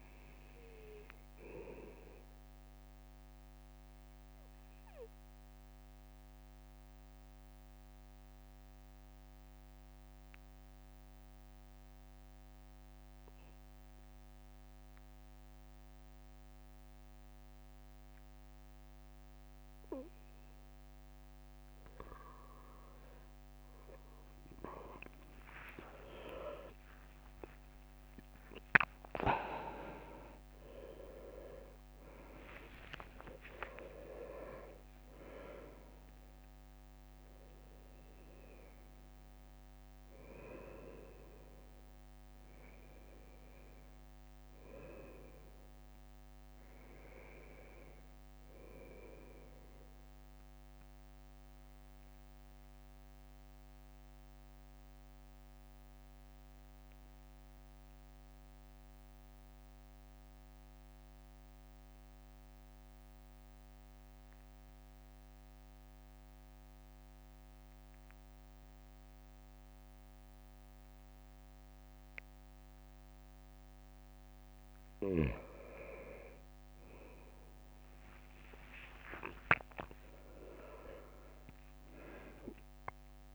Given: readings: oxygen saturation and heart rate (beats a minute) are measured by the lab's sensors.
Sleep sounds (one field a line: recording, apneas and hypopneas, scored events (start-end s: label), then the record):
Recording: breathing in sleep by a microphone on the trachea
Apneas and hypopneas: 2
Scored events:
2.50-20.00 s: obstructive apnea (oxygen 96% before, 94% lowest, heart rate 65 before, 63 extreme, up 7 after)
25.00-30.00 s: leg movement (device-marked)
25.50-33.00 s: arousal
51.00-73.50 s: obstructive apnea (oxygen 98% before, 96% lowest, heart rate 68 before, 60 extreme, up 7 after)
73.50-83.35 s: oxygen desaturation (device-marked, oxygen 99% before, 96% lowest, heart rate 63 before, 61 extreme)
77.00-81.50 s: arousal
From the record:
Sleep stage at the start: N2 (light sleep)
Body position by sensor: on the right side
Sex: male